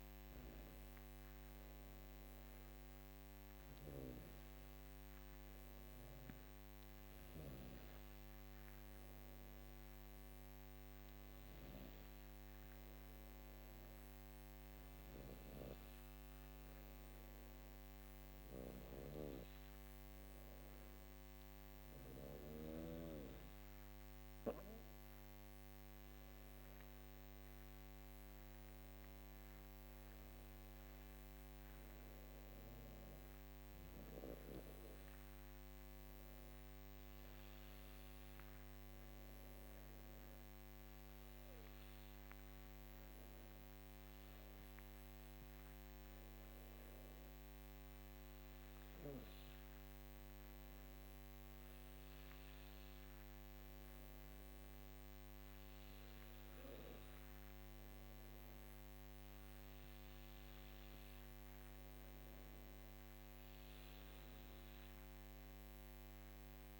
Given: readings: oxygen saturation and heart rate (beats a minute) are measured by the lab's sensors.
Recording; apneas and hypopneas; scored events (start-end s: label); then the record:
breathing in sleep, hard to hear, by a microphone on the trachea; 1
13.00-24.00 s: hypopnea (oxygen 99% before, 97% lowest, heart rate 62 before, 54 extreme, up 12 after)
25.50-28.50 s: arousal
From the record:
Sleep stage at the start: N2 (light sleep); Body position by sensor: on the back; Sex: female